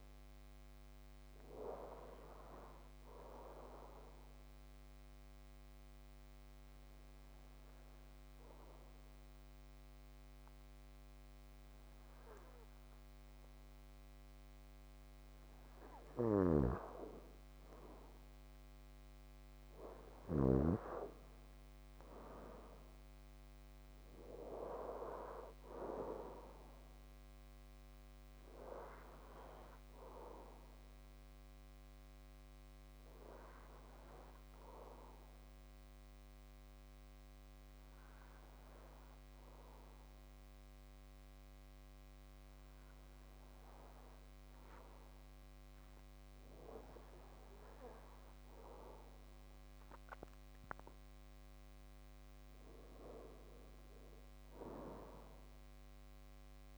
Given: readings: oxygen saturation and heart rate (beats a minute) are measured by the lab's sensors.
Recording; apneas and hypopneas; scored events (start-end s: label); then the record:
breathing in sleep by a microphone on the trachea; 2
3.50-16.00 s: obstructive apnea (oxygen 96% before, 91% lowest, heart rate 58 before, 53 extreme, up 8 after)
15.50-20.00 s: snoring (device-marked)
17.00-22.00 s: arousal
24.50-45.50 s: oxygen desaturation (device-marked, oxygen 96% before, 91% lowest, heart rate 57 before, 53 extreme)
33.00-45.50 s: obstructive apnea (oxygen 96% before, 91% lowest, heart rate 58 before, 53 extreme, up 10 after)
47.00-51.00 s: arousal
From the record:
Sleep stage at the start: N2 (light sleep); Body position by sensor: on the back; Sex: male